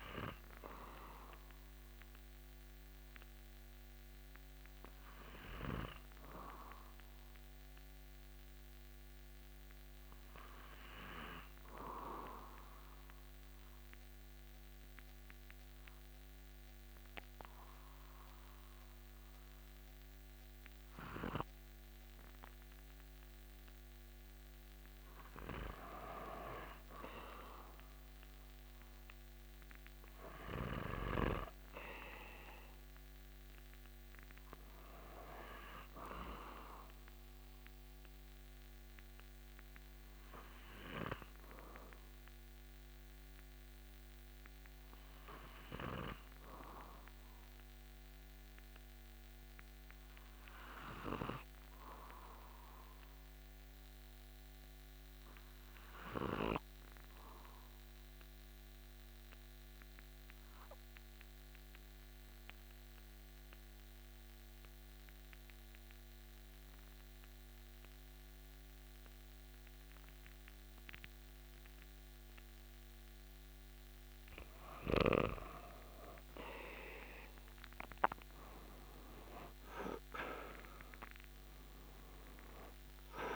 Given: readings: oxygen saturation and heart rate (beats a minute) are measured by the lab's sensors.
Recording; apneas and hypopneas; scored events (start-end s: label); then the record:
breathing in sleep by a microphone on the trachea; 2
11.00-23.50 s: obstructive apnea (oxygen 97% before, 93% lowest)
27.00-31.00 s: arousal
41.00-56.00 s: oxygen desaturation (device-marked, oxygen 96% before, 93% lowest)
48.50-73.00 s: obstructive apnea (oxygen 97% before, 87% lowest)
76.00-80.00 s: arousal
76.00-83.35 s: oxygen desaturation (device-marked, oxygen 97% before, 87% lowest)
From the record:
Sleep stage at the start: N2 (light sleep); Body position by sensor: on the back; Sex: male